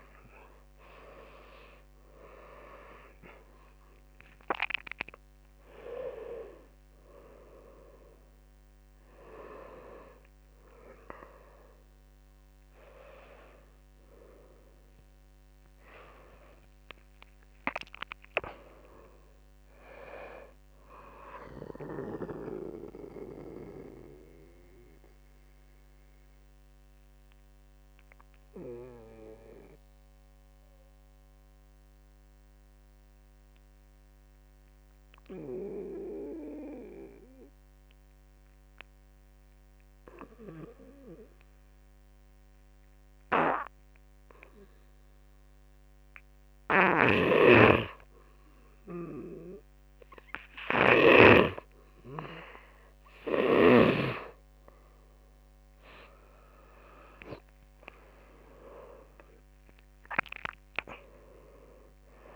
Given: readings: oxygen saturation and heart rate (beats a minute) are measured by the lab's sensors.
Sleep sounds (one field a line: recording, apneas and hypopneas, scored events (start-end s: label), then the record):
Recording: breathing in sleep by a microphone on the trachea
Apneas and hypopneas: 1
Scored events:
0.00-25.00 s: drop in pulse transit time (device-marked, heart rate 59 extreme)
15.50-19.00 s: arousal
22.00-47.50 s: obstructive apnea (oxygen 94% before, 88% lowest, heart rate 70 before, 45 extreme, up 11 after)
43.00-62.36 s: oxygen desaturation (device-marked, oxygen 100% before, 90% lowest, heart rate 51 before, 45 extreme)
46.00-53.50 s: snoring (device-marked)
54.50-59.00 s: arousal
58.00-62.36 s: drop in pulse transit time (device-marked, heart rate 52 before, 45 extreme)
From the record:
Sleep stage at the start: N2 (light sleep)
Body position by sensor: on the back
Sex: male